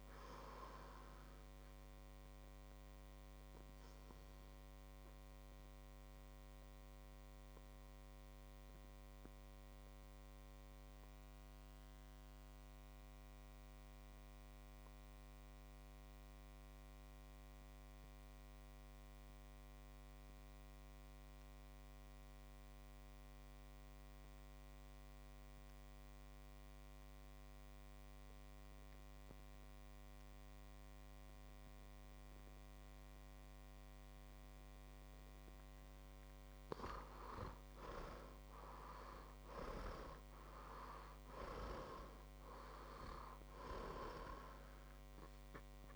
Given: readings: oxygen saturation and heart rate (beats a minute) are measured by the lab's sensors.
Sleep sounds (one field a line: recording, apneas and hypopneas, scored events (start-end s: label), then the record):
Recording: breathing in sleep by a microphone on the trachea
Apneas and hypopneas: 1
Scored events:
0.00-16.50 s: oxygen desaturation (device-marked, oxygen 88% lowest, heart rate 56 extreme)
2.50-36.00 s: obstructive apnea (oxygen 99% before, 87% lowest, heart rate 62 before, 56 extreme, up 8 after)
31.50-45.95 s: oxygen desaturation (device-marked, oxygen 99% before, 87% lowest, heart rate 58 before, 56 extreme)
38.00-41.50 s: arousal
From the record:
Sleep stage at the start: N2 (light sleep)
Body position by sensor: on the back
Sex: male